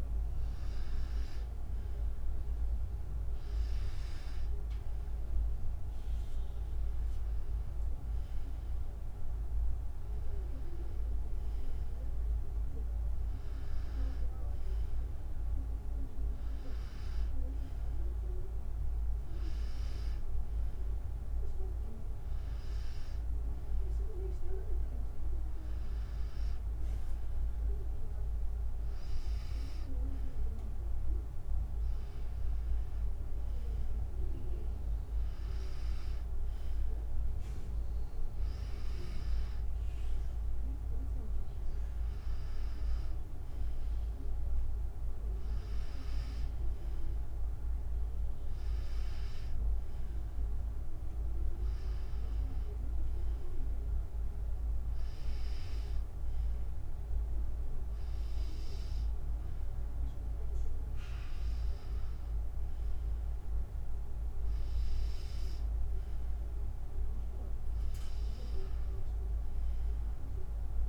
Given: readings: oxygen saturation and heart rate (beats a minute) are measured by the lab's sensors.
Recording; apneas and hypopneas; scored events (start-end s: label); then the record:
breathing in sleep, hard to hear, by a room microphone; none
67.50-70.89 s: drop in pulse transit time (device-marked, heart rate 75 before, 73 extreme)
From the record:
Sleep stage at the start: N2 (light sleep); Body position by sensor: on the back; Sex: female